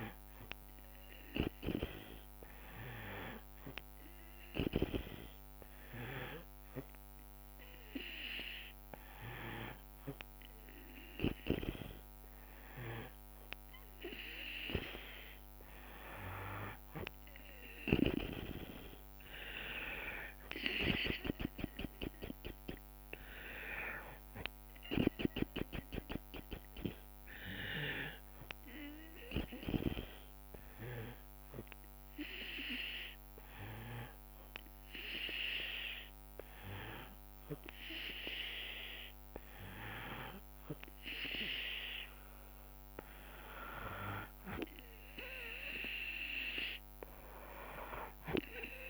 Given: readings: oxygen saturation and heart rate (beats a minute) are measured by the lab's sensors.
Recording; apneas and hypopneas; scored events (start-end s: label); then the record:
breathing in sleep by a microphone on the trachea; 2
4.50-15.50 s: hypopnea (oxygen 97% before, 93% lowest, heart rate 67 before, 64 extreme, up 6 after)
20.00-23.50 s: arousal
29.50-42.00 s: hypopnea (oxygen 96% before, 91% lowest, heart rate 70 before, 62 extreme, up 5 after)
44.50-48.50 s: arousal
From the record:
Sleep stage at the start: N2 (light sleep); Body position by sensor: on the back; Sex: female